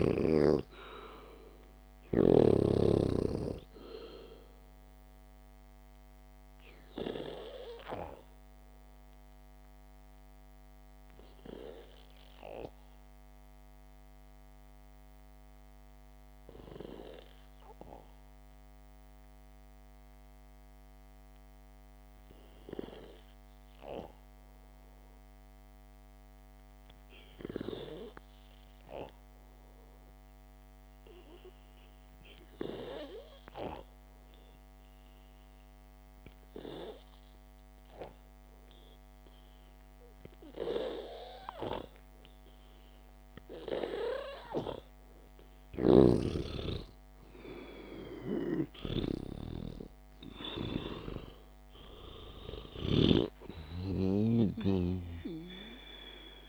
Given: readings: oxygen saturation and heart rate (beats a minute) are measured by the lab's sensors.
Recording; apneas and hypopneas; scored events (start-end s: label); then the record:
breathing in sleep by a microphone on the trachea; 1
0.00-3.00 s: snoring (device-marked)
1.50-26.50 s: oxygen desaturation (device-marked, oxygen 96% before, 91% lowest, heart rate 60 before, 52 extreme)
9.50-31.50 s: obstructive apnea (oxygen 98% before, 91% lowest, heart rate 57 before, 52 extreme)
33.00-37.00 s: arousal
46.00-53.50 s: snoring (device-marked)
48.50-56.49 s: oxygen desaturation (device-marked, oxygen 95% before, 92% lowest, heart rate 56 before, 58 extreme)
From the record:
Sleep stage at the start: N2 (light sleep); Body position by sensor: on the back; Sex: male